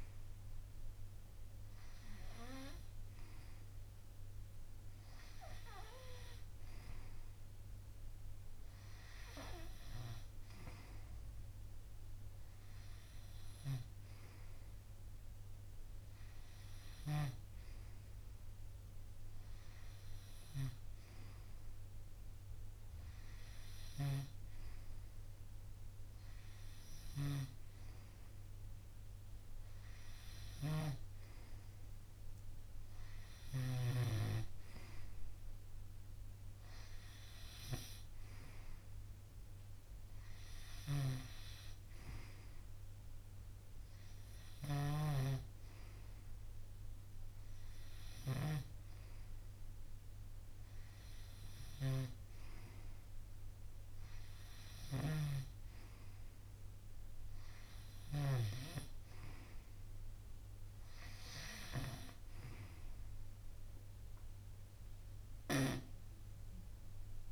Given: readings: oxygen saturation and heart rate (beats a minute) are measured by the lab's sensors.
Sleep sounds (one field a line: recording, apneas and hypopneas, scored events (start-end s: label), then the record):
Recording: breathing in sleep by a room microphone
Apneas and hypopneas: none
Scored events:
24.50-34.50 s: snoring (device-marked)
41.50-49.50 s: snoring (device-marked)
55.50-59.00 s: snoring (device-marked)
From the record:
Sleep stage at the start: N2 (light sleep)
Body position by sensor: on the right side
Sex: male